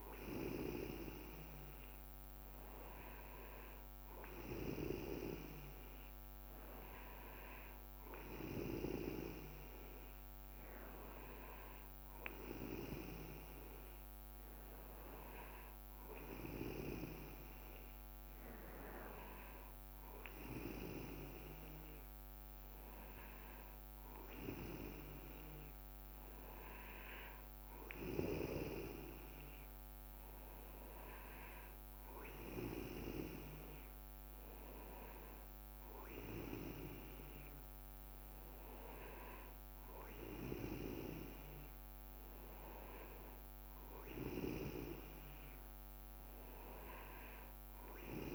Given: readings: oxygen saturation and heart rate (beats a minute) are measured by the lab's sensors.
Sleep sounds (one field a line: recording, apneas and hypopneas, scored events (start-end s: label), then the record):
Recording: breathing in sleep by a microphone on the trachea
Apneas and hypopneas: none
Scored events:
none scored
From the record:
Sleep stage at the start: N2 (light sleep)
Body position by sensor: on the back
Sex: male